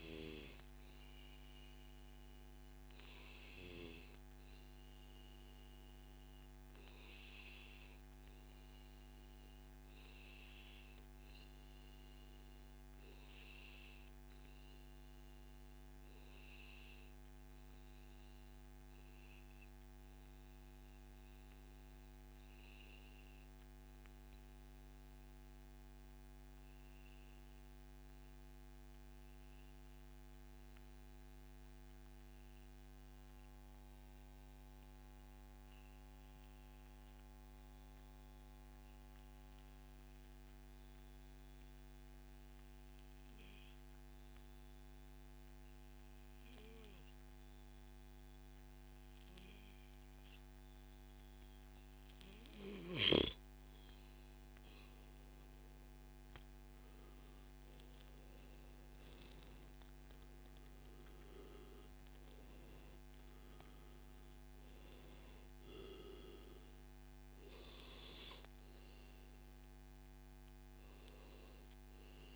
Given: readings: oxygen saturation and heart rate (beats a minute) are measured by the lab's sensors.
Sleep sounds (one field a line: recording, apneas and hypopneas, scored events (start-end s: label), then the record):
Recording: breathing in sleep, hard to hear, by a microphone on the trachea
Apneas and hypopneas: 1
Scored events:
2.00-4.00 s: long interval between heartbeats (device-marked, heart rate 140 before, 123 extreme)
4.00-51.00 s: obstructive apnea (oxygen 98% before, 93% lowest, heart rate 140 before, 123 extreme, up 0 after)
25.00-27.00 s: long interval between heartbeats (device-marked, heart rate 137 before, 124 extreme)
43.50-63.50 s: oxygen desaturation (device-marked, oxygen 97% before, 93% lowest, heart rate 136 before, 97 extreme)
54.00-58.00 s: arousal
From the record:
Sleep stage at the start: N2 (light sleep)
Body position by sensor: on the back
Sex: male